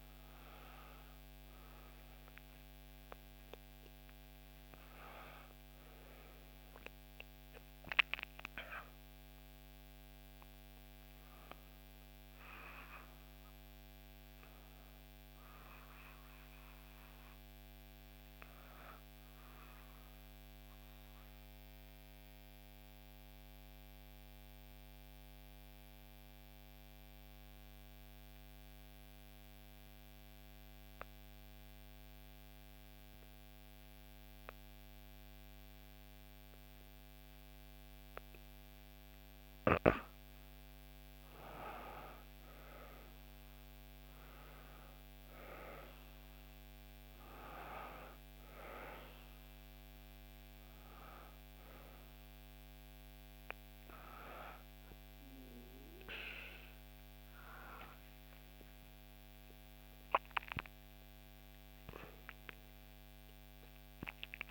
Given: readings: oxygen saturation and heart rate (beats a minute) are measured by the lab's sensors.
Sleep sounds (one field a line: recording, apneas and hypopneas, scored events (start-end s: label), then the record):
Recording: breathing in sleep by a microphone on the trachea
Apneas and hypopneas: 1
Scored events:
0.00-10.00 s: oxygen desaturation (device-marked, oxygen 94% lowest, heart rate 60 extreme)
13.00-16.50 s: arousal
20.00-39.50 s: obstructive apnea (oxygen 98% before, 89% lowest, heart rate 65 before, 60 extreme, up 5 after)
35.00-64.50 s: oxygen desaturation (device-marked, oxygen 98% before, 89% lowest, heart rate 61 before, 59 extreme)
42.50-47.50 s: arousal
From the record:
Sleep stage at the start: N2 (light sleep)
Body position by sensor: on the back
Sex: female